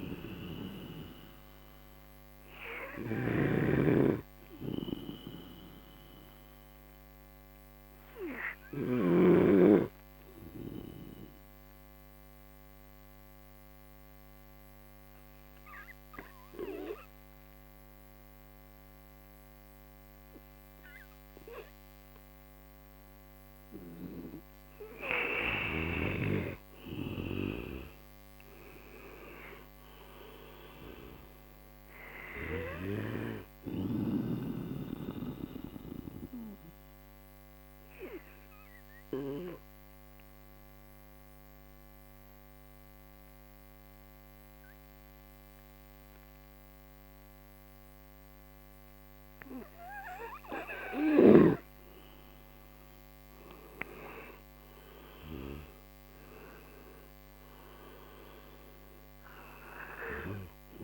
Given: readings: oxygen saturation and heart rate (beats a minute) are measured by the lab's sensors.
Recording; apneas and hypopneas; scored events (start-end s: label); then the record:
breathing in sleep by a microphone on the trachea; 2
0.00-20.00 s: oxygen desaturation (device-marked, oxygen 88% lowest)
3.50-9.50 s: snoring (device-marked)
9.00-23.50 s: mixed apnea (oxygen 95% before, 87% lowest)
26.00-29.00 s: arousal
32.00-52.00 s: oxygen desaturation (device-marked, oxygen 96% before, 87% lowest)
35.00-51.00 s: central apnea (oxygen 97% before, 87% lowest)
54.50-57.50 s: arousal
From the record:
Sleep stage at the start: N2 (light sleep); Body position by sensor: on the right side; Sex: male